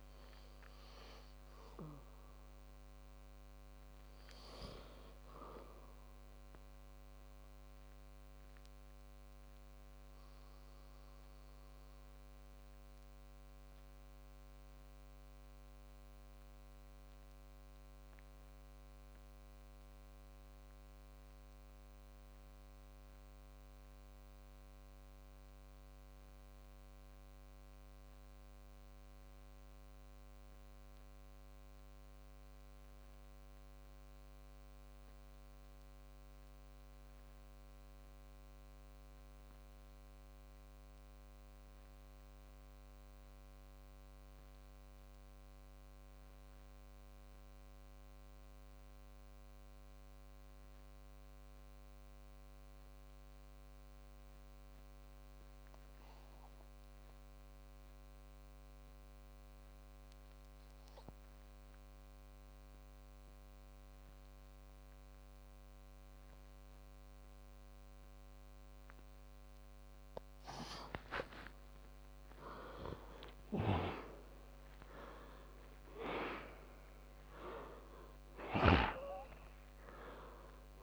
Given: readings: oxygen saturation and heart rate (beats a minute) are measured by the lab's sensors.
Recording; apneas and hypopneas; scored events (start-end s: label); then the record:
breathing in sleep by a microphone on the trachea; 1
0.00-21.00 s: oxygen desaturation (device-marked, oxygen 84% lowest, heart rate 53 extreme)
12.50-71.50 s: obstructive apnea (oxygen 94% before, 84% lowest, heart rate 72 before, 53 extreme, up 21 after)
50.00-80.83 s: oxygen desaturation (device-marked, oxygen 98% before, 91% lowest, heart rate 56 before, 57 extreme)
73.50-78.00 s: arousal
From the record:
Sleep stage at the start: N2 (light sleep); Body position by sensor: on the back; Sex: male